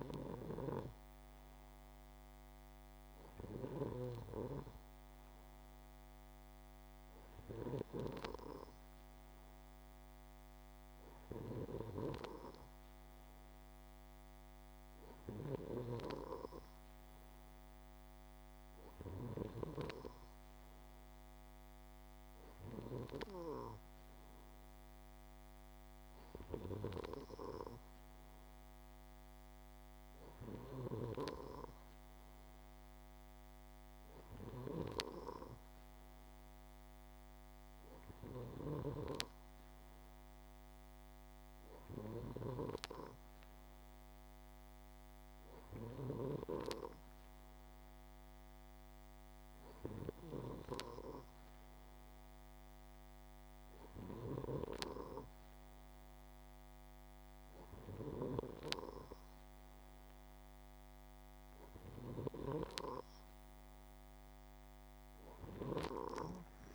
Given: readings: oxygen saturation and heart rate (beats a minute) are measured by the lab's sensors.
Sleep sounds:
breathing in sleep by a microphone on the trachea; none
none scored
From the record:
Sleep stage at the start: N2 (light sleep); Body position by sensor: upright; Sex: male

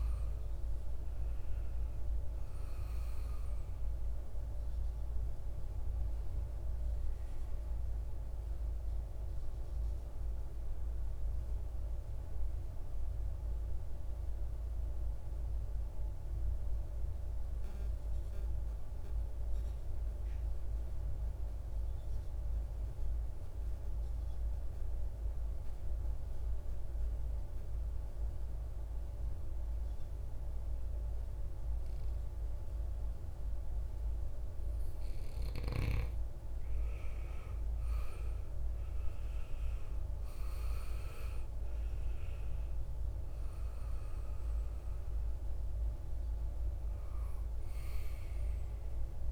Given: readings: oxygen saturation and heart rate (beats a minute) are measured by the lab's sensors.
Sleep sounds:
breathing in sleep, hard to hear, by a room microphone; 1
0.00-19.00 s: oxygen desaturation (device-marked, oxygen 90% lowest, heart rate 52 extreme)
14.00-33.50 s: obstructive apnea (oxygen 97% before, 90% lowest, heart rate 64 before, 54 extreme, up 16 after)
36.00-49.31 s: oxygen desaturation (device-marked, oxygen 98% before, 90% lowest, heart rate 56 before, 53 extreme)
36.50-41.00 s: arousal
From the record:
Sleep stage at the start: N2 (light sleep); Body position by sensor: on the right side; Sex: male

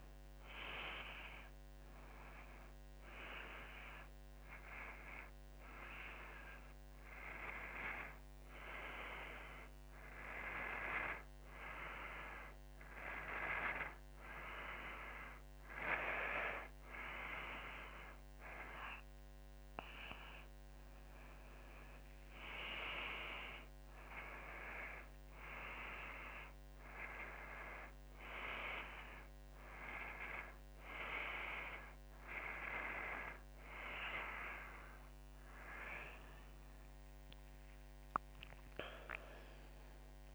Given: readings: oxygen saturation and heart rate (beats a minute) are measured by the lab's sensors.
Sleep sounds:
breathing in sleep by a microphone on the trachea; none
36.50-40.00 s: arousal
From the record:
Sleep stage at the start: N2 (light sleep); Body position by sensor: on the back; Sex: female

